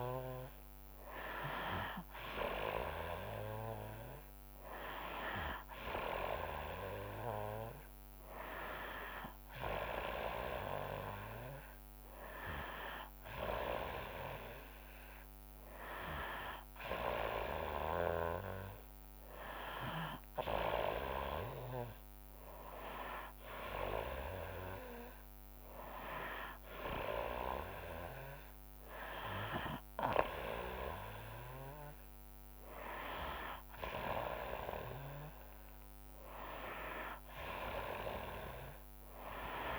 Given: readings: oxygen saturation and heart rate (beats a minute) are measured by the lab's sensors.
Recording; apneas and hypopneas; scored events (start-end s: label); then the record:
breathing in sleep by a microphone on the trachea; none
none scored
From the record:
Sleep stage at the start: N2 (light sleep); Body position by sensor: on the back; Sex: female